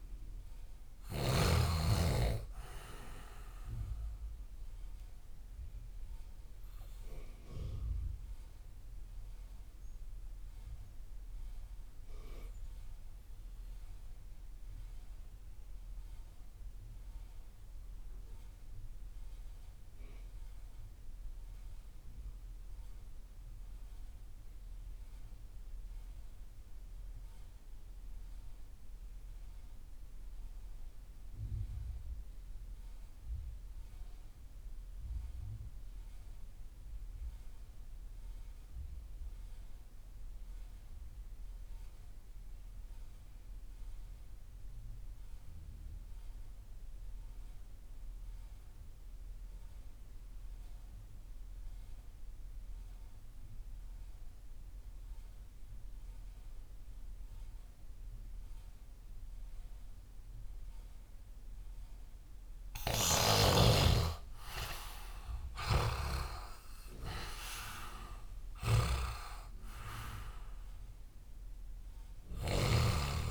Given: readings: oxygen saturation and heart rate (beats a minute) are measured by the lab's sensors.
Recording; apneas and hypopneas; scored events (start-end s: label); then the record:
breathing in sleep by a room microphone; 1
0.00-1.00 s: snoring (device-marked)
0.00-21.50 s: oxygen desaturation (device-marked, oxygen 76% lowest)
4.50-62.00 s: obstructive apnea (oxygen 97% before, 67% lowest)
37.50-73.31 s: oxygen desaturation (device-marked, oxygen 97% before, 67% lowest)
64.00-68.50 s: arousal
65.00-72.50 s: snoring (device-marked)
From the record:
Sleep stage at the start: REM sleep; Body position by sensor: on the left side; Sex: male